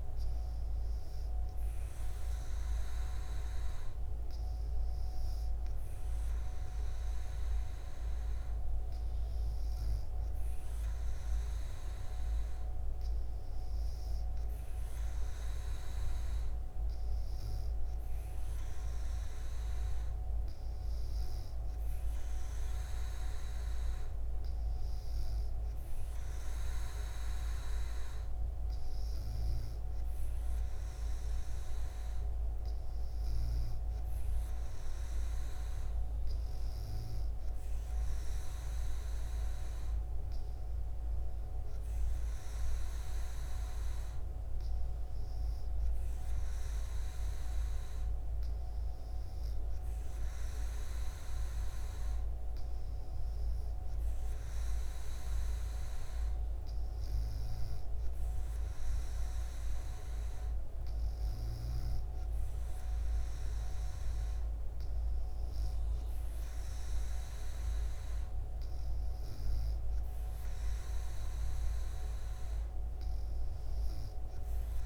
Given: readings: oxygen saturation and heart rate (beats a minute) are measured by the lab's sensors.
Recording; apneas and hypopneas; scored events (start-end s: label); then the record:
breathing in sleep, hard to hear, by a room microphone; none
none scored
From the record:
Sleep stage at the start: N2 (light sleep); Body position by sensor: on the back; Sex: female